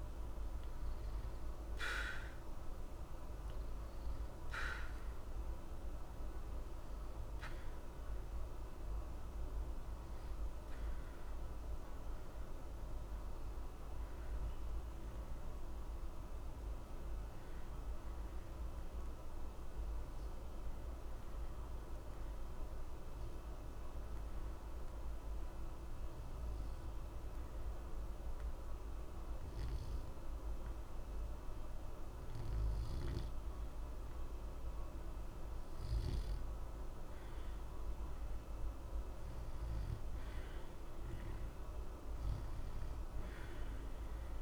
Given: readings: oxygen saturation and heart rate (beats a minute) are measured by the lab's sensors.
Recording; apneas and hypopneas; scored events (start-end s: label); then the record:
breathing in sleep, hard to hear, by a room microphone; 1
10.50-23.50 s: oxygen desaturation (device-marked, oxygen 92% before, 89% lowest, heart rate 60 before, 60 extreme)
14.50-33.00 s: obstructive apnea (oxygen 93% before, 89% lowest, heart rate 60 before, 60 extreme, up 0 after)
34.50-39.00 s: arousal
From the record:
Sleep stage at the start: N2 (light sleep); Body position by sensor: on the back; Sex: male